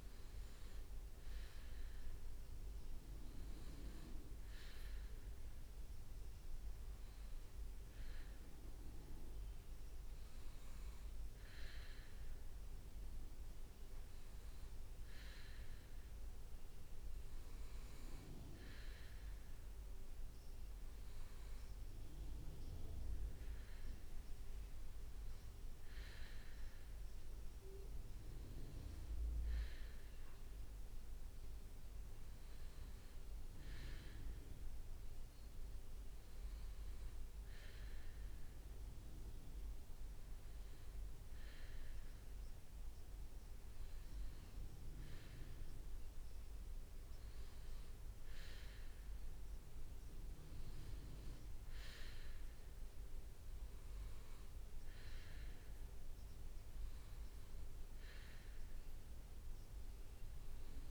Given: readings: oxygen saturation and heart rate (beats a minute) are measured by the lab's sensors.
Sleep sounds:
breathing in sleep, hard to hear, by a room microphone; none
0.00-2.50 s: leg movement (device-marked)
8.50-16.50 s: leg movement (device-marked)
25.00-28.00 s: leg movement (device-marked)
36.50-41.00 s: leg movement (device-marked)
45.50-56.00 s: leg movement (device-marked)
57.00-60.91 s: leg movement (device-marked)
From the record:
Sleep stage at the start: N2 (light sleep); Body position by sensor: on the right side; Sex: male

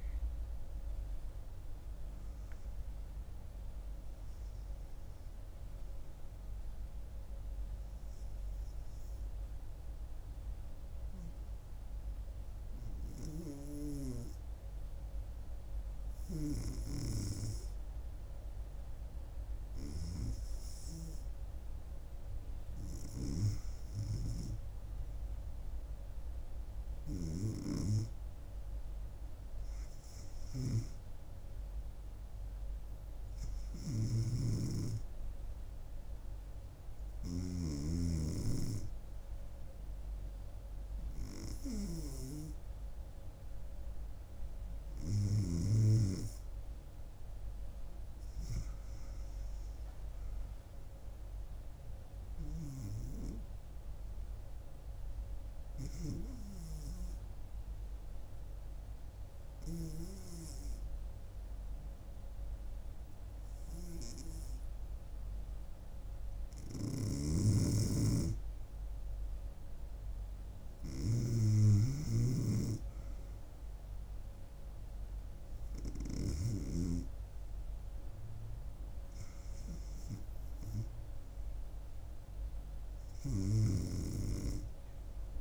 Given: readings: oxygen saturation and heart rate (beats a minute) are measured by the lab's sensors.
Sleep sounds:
breathing in sleep by a room microphone; 2
4.00-21.50 s: hypopnea (oxygen 98% before, 90% lowest, heart rate 73 before, 70 extreme, up 2 after)
24.50-28.00 s: arousal
26.50-41.50 s: oxygen desaturation (device-marked, oxygen 95% before, 92% lowest, heart rate 72 before, 76 extreme)
52.00-68.00 s: hypopnea (oxygen 95% before, 90% lowest, heart rate 77 before, 76 extreme, up 3 after)
67.00-72.00 s: snoring (device-marked)
69.50-85.41 s: oxygen desaturation (device-marked, oxygen 95% before, 90% lowest, heart rate 77 before, 76 extreme)
70.00-74.00 s: arousal
From the record:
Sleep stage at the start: REM sleep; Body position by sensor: on the back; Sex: female

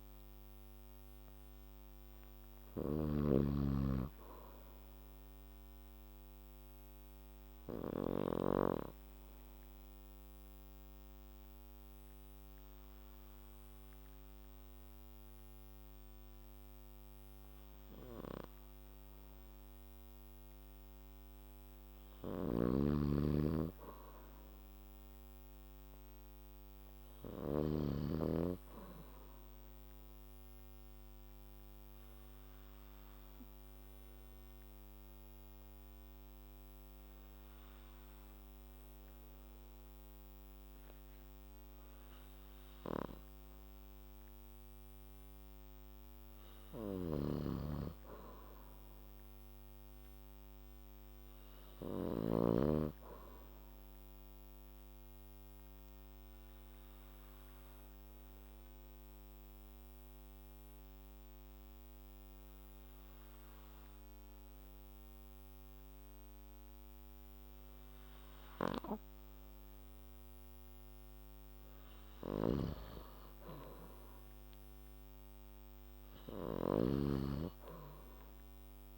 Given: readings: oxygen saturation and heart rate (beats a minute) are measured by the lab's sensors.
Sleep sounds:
breathing in sleep by a microphone on the trachea; 3
0.00-3.00 s: oxygen desaturation (device-marked, oxygen 88% lowest, heart rate 59 extreme)
0.00-4.50 s: arousal
0.00-8.50 s: snoring (device-marked)
9.50-21.00 s: obstructive apnea (oxygen 97% before, 89% lowest, heart rate 62 before, 55 extreme, up 7 after)
22.50-26.50 s: arousal
22.50-28.00 s: snoring (device-marked)
30.00-43.00 s: obstructive apnea (oxygen 97% before, 89% lowest, heart rate 63 before, 55 extreme, up 6 after)
31.00-48.00 s: oxygen desaturation (device-marked, oxygen 94% before, 89% lowest, heart rate 63 before, 55 extreme)
47.00-52.50 s: snoring (device-marked)
50.00-54.00 s: arousal
57.00-71.50 s: obstructive apnea (oxygen 95% before, 90% lowest, heart rate 59 before, 57 extreme, up 7 after)
72.50-77.00 s: snoring (device-marked)
73.50-77.50 s: arousal
From the record:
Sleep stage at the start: N2 (light sleep); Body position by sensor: on the back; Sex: male

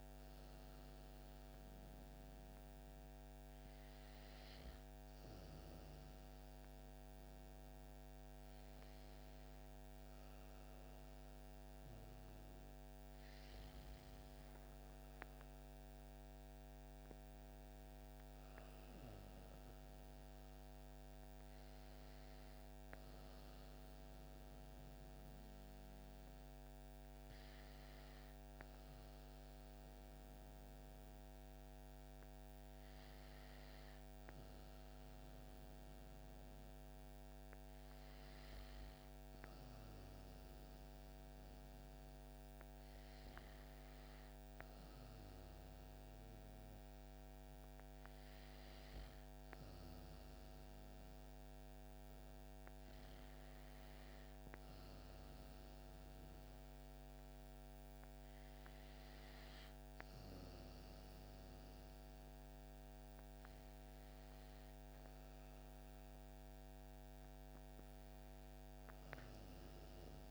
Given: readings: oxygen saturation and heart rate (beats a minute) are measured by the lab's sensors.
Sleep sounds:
breathing in sleep, hard to hear, by a microphone on the trachea; none
13.00-18.00 s: arousal
From the record:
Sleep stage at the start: N2 (light sleep); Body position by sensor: on the back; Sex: female

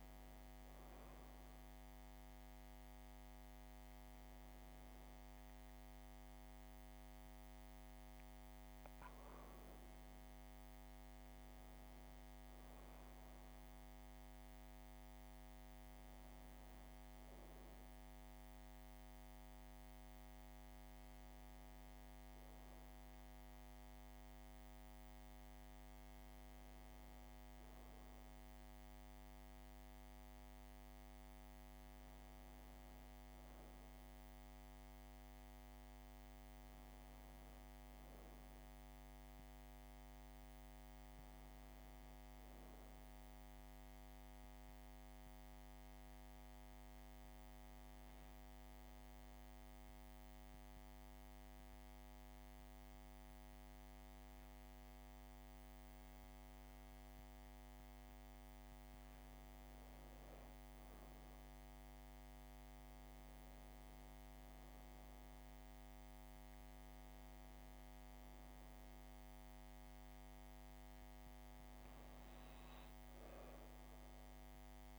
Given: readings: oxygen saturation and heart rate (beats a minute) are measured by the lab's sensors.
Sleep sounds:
a person partly awake in a sleep study, hard to hear, by a microphone on the trachea; 1
22.50-52.50 s: new sleep stage, N1 (lightest sleep)
45.00-60.00 s: hypopnea (oxygen 97% before, 93% lowest, heart rate 72 before, 66 extreme, up 5 after)
52.50-74.99 s: new sleep stage, N2 (light sleep)
61.50-65.00 s: arousal
From the record:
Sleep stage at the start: awake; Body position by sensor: on the back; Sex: female

